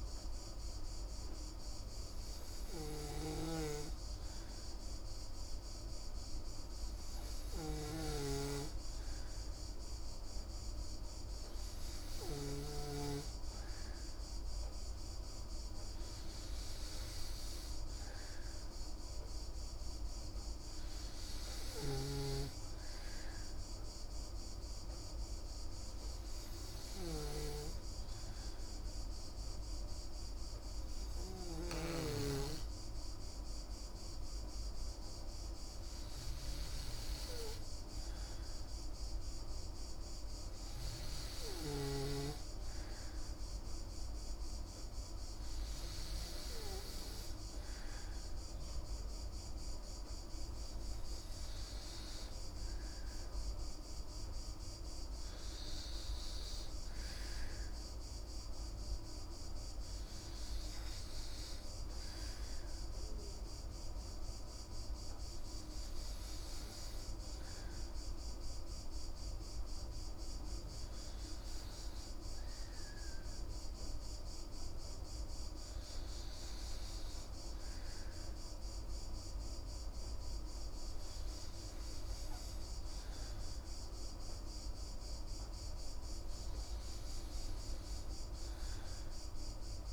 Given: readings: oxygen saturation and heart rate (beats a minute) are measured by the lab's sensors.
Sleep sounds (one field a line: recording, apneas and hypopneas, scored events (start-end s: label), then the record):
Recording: breathing in sleep by a room microphone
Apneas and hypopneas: none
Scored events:
3.50-13.00 s: snoring (device-marked)
From the record:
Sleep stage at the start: N3 (deep sleep)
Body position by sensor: on the back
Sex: female